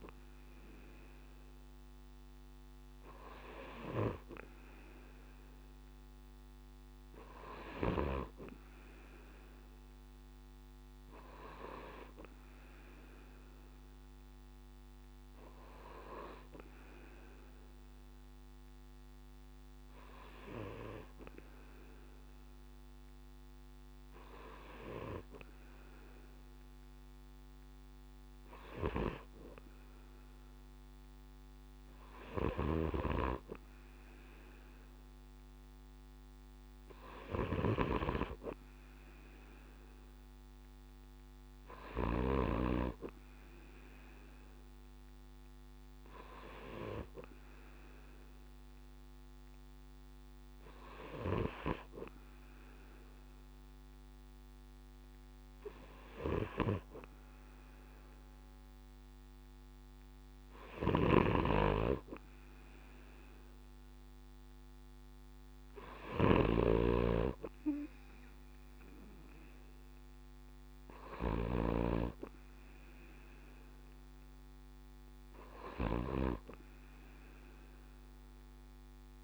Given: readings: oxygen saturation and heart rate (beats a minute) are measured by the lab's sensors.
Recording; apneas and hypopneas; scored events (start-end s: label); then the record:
breathing in sleep by a microphone on the trachea; none
32.50-42.00 s: snoring (device-marked)
66.00-71.50 s: snoring (device-marked)
From the record:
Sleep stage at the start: N2 (light sleep); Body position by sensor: on the right side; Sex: male